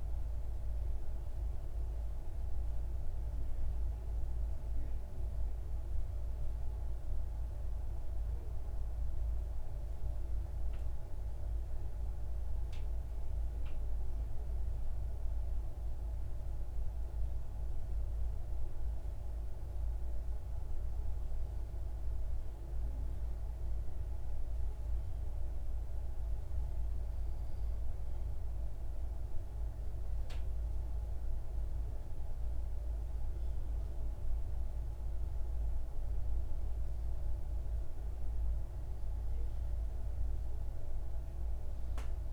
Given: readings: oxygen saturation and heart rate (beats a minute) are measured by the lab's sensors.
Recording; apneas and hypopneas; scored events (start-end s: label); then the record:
breathing in sleep, hard to hear, by a room microphone; none
16.00-23.00 s: oxygen desaturation (device-marked, oxygen 96% before, 93% lowest)
From the record:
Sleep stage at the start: REM sleep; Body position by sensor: on the left side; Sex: male